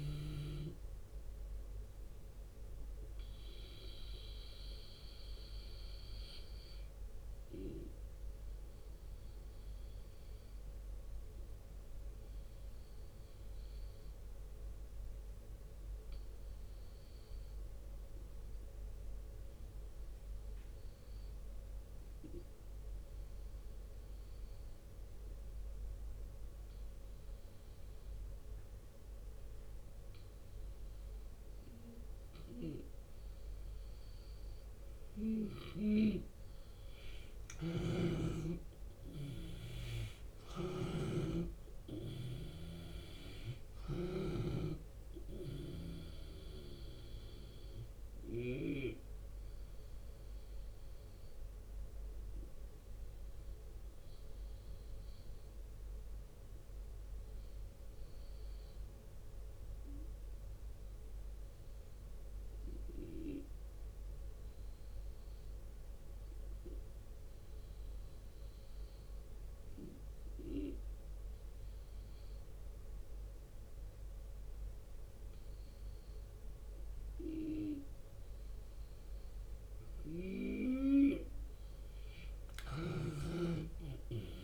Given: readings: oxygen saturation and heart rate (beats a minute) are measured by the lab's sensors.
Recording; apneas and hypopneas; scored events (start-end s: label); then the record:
breathing in sleep by a room microphone; 2
0.00-6.50 s: drop in pulse transit time (device-marked, heart rate 76 extreme)
0.00-8.50 s: oxygen desaturation (device-marked, oxygen 83% lowest, heart rate 73 extreme)
4.50-33.00 s: obstructive apnea (oxygen 91% before, 83% lowest, heart rate 80 before, 72 extreme, up 6 after)
35.50-69.50 s: oxygen desaturation (device-marked, oxygen 94% before, 84% lowest, heart rate 75 before, 72 extreme)
36.50-41.50 s: arousal
37.00-48.50 s: snoring (device-marked)
37.50-54.50 s: drop in pulse transit time (device-marked, heart rate 75 before, 72 extreme)
50.00-78.50 s: obstructive apnea (oxygen 94% before, 84% lowest, heart rate 78 before, 71 extreme, up 4 after)
77.50-84.44 s: oxygen desaturation (device-marked, oxygen 95% before, 84% lowest, heart rate 75 before, 71 extreme)
81.50-84.44 s: drop in pulse transit time (device-marked, heart rate 75 before, 71 extreme)
82.00-84.44 s: arousal
82.00-84.44 s: snoring (device-marked)
From the record:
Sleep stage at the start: REM sleep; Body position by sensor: on the left side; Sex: male